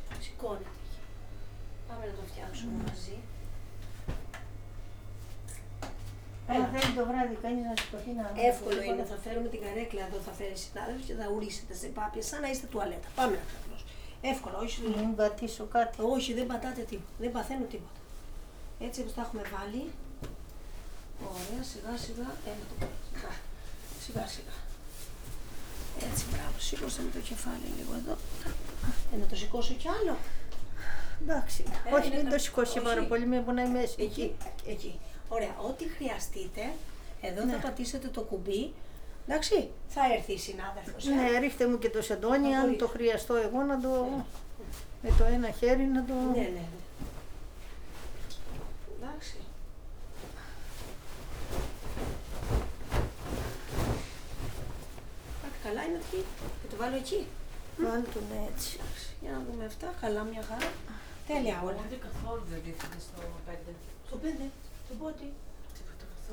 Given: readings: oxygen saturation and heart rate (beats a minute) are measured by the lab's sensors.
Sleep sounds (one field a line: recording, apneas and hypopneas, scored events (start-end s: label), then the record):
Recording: a person awake in a sleep study, by a room microphone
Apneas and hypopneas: none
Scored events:
22.50-41.50 s: oxygen desaturation (device-marked, oxygen 94% before, 91% lowest, heart rate 88 before, 39 extreme)
29.50-34.50 s: leg movement (device-marked)
34.50-36.50 s: leg movement (device-marked)
44.50-45.50 s: leg movement (device-marked)
48.00-49.50 s: leg movement (device-marked)
60.50-66.33 s: oxygen desaturation (device-marked, oxygen 95% before, 92% lowest)
From the record:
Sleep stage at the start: awake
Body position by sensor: on the back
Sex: female